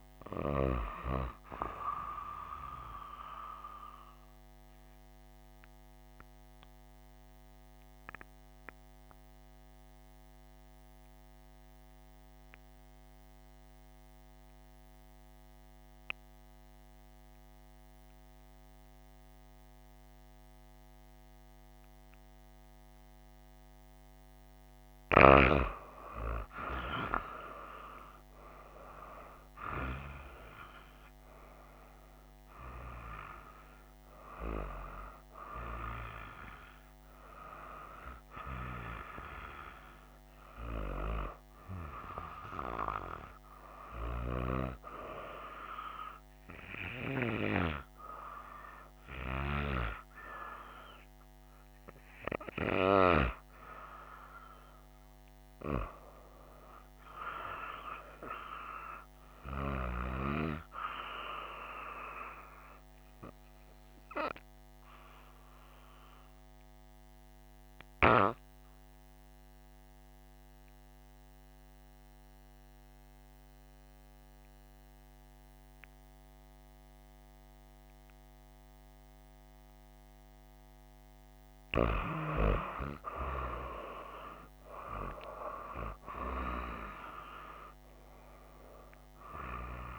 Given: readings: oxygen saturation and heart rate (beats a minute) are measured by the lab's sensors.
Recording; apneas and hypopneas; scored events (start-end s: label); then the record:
breathing in sleep by a microphone on the trachea; 2
4.00-24.50 s: obstructive apnea (oxygen 96% before, 93% lowest, heart rate 63 before, 54 extreme, up 1 after)
24.50-47.50 s: oxygen desaturation (device-marked, oxygen 97% before, 93% lowest, heart rate 60 before, 59 extreme)
28.00-32.50 s: arousal
56.50-60.50 s: arousal
66.00-82.00 s: obstructive apnea (oxygen 97% before, 92% lowest, heart rate 62 before, 55 extreme, up 7 after)
79.50-89.99 s: oxygen desaturation (device-marked, oxygen 96% before, 92% lowest, heart rate 60 before, 57 extreme)
From the record:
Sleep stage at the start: N2 (light sleep); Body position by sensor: on the right side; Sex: female